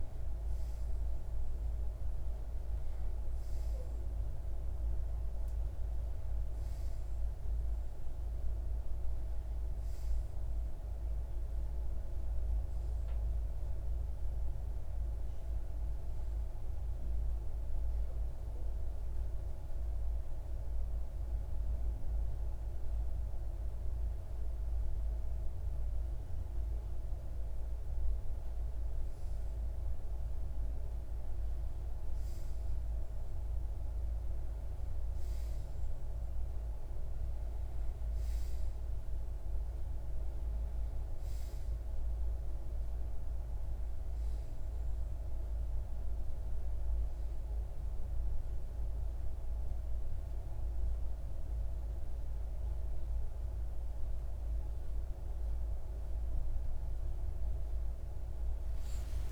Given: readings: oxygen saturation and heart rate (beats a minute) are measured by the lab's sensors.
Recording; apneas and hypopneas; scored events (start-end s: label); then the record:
breathing in sleep, hard to hear, by a room microphone; 2
14.00-25.50 s: hypopnea (oxygen 94% before, 91% lowest)
30.50-35.00 s: arousal
44.50-55.00 s: hypopnea (oxygen 93% before, 90% lowest)
58.00-59.31 s: arousal
From the record:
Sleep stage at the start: N2 (light sleep); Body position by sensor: on the back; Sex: male